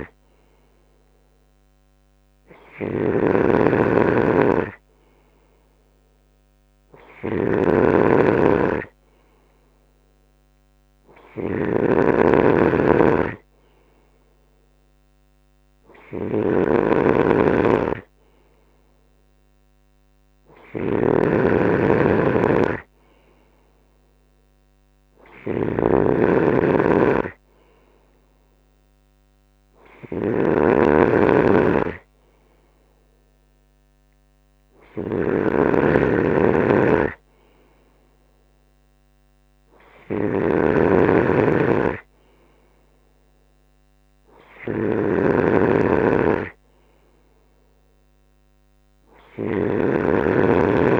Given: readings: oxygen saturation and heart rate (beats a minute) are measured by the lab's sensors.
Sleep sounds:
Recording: breathing in sleep by a microphone on the trachea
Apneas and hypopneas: none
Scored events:
0.00-51.00 s: snoring (device-marked)
From the record:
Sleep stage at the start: N3 (deep sleep)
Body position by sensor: on the right side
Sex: male

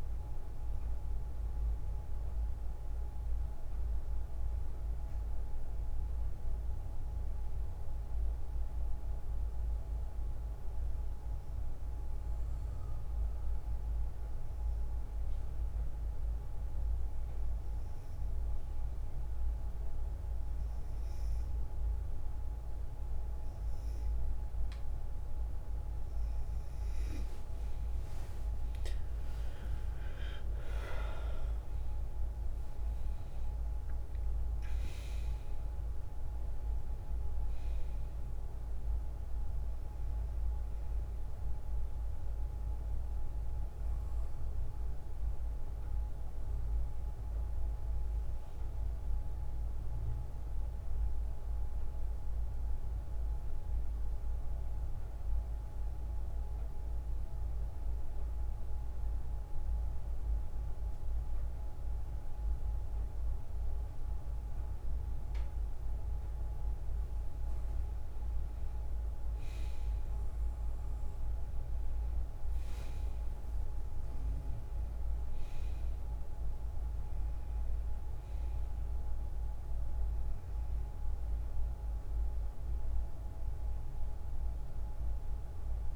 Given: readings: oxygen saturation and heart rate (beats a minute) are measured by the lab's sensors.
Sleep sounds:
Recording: breathing in sleep, hard to hear, by a room microphone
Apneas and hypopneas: 2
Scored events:
9.00-23.00 s: hypopnea (oxygen 98% before, 92% lowest, heart rate 56 before, 52 extreme, up 4 after)
24.00-45.00 s: oxygen desaturation (device-marked, oxygen 98% before, 92% lowest, heart rate 59 before, 50 extreme)
28.50-34.50 s: arousal
51.00-66.00 s: hypopnea (oxygen 97% before, 93% lowest, heart rate 58 before, 54 extreme, up 8 after)
67.50-72.00 s: arousal
73.00-79.00 s: oxygen desaturation (device-marked, oxygen 99% before, 95% lowest, heart rate 56 before, 54 extreme)
From the record:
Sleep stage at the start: N2 (light sleep)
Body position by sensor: on the back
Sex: female

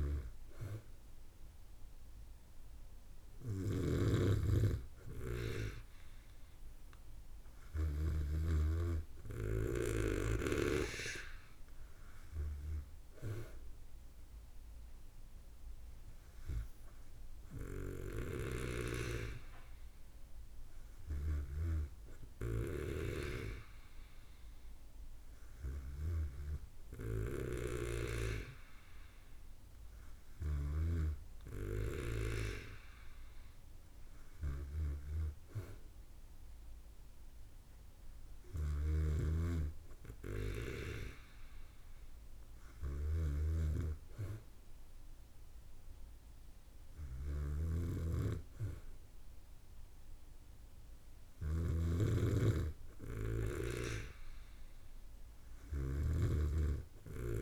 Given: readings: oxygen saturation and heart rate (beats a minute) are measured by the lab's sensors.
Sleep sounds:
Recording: breathing in sleep by a room microphone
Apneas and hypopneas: none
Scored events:
3.50-9.00 s: snoring (device-marked)
18.50-28.00 s: snoring (device-marked)
39.00-57.42 s: snoring (device-marked)
From the record:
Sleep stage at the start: N2 (light sleep)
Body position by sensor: on the back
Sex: female

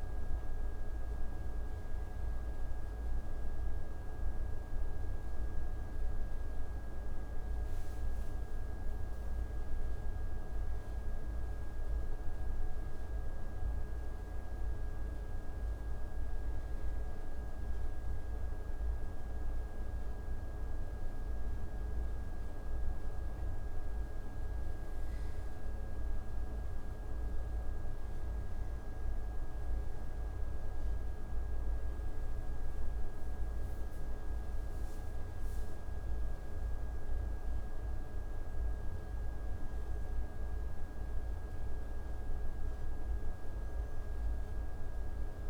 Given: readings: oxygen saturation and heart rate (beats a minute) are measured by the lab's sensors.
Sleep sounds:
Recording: breathing in sleep, hard to hear, by a room microphone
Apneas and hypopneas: 1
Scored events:
15.50-45.50 s: new sleep stage, N2 (light sleep)
17.50-28.50 s: obstructive apnea (oxygen 94% before, 92% lowest)
32.00-37.00 s: arousal
From the record:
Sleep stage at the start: N1 (lightest sleep)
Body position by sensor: on the right side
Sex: male

